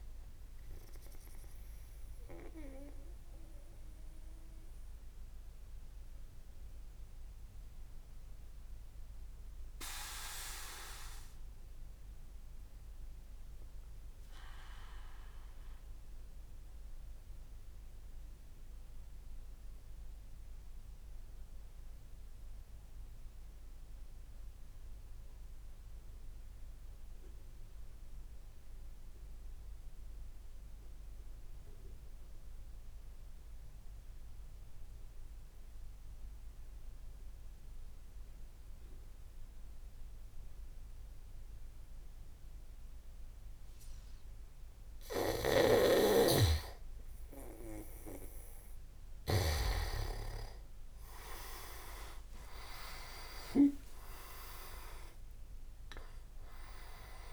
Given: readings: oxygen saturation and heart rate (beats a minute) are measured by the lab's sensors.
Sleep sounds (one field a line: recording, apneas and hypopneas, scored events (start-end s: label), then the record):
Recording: breathing in sleep by a room microphone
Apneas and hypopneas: 1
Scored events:
0.00-5.50 s: oxygen desaturation (device-marked, oxygen 94% lowest, heart rate 59 extreme)
1.50-43.50 s: obstructive apnea (oxygen 99% before, 95% lowest, heart rate 83 before, 57 extreme)
44.50-50.50 s: arousal
45.00-49.50 s: snoring (device-marked)
51.50-56.00 s: leg movement (device-marked)
51.50-56.50 s: tachycardia (device-marked, heart rate 64 before, 112 extreme)
From the record:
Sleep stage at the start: N2 (light sleep)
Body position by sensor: on the back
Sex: male